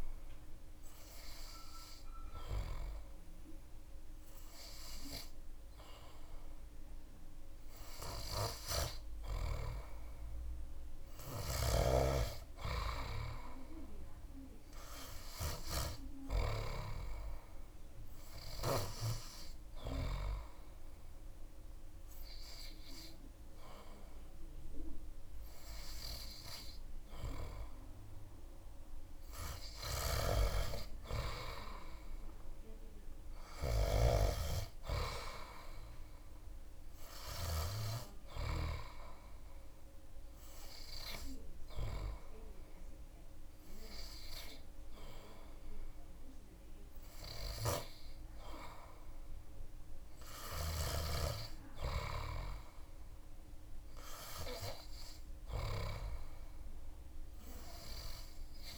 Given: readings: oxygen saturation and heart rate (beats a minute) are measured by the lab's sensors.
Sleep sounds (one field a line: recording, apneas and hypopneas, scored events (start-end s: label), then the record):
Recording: breathing in sleep by a room microphone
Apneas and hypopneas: 2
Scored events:
18.50-31.00 s: obstructive apnea (oxygen 98% before, 96% lowest)
32.50-36.50 s: arousal
39.00-50.50 s: hypopnea (oxygen 98% before, 96% lowest)
52.50-55.50 s: arousal
From the record:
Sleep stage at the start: N3 (deep sleep)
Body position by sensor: on the back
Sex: male